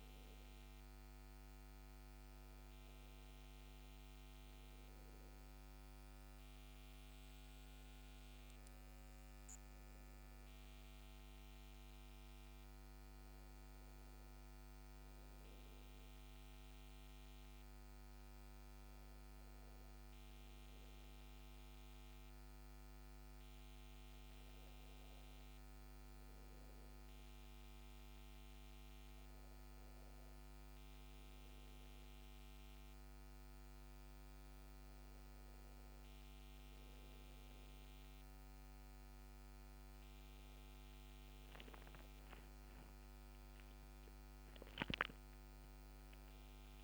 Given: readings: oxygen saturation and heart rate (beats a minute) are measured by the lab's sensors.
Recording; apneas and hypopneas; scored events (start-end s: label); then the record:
breathing in sleep, hard to hear, by a microphone on the trachea; none
41.50-46.84 s: arousal
From the record:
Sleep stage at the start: N2 (light sleep); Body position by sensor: on the back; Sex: male